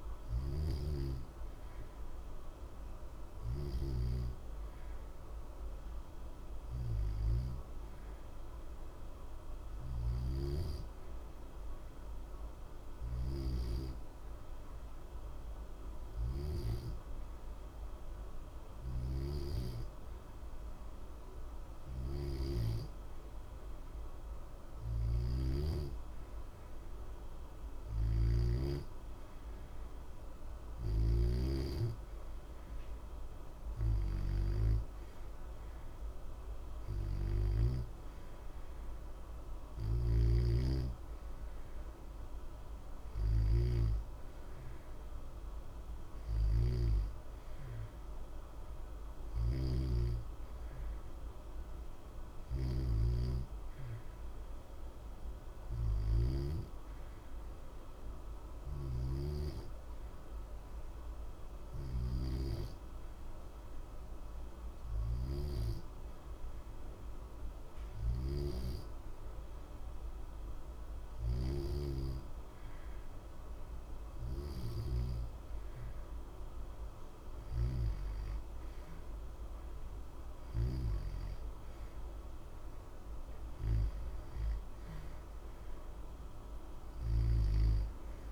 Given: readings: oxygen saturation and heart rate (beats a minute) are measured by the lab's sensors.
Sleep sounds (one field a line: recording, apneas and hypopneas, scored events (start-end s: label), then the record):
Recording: breathing in sleep by a room microphone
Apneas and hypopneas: 2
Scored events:
0.00-3.50 s: snoring (device-marked)
5.00-17.00 s: hypopnea (oxygen 90% before, 88% lowest, heart rate 60 before, 60 extreme, up 0 after)
18.50-22.00 s: arousal
24.50-31.00 s: snoring (device-marked)
49.00-52.50 s: snoring (device-marked)
54.00-71.00 s: hypopnea (oxygen 90% before, 88% lowest, heart rate 60 before, 60 extreme, up 0 after)
73.00-76.50 s: arousal
From the record:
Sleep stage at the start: N2 (light sleep)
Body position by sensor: on the back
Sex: male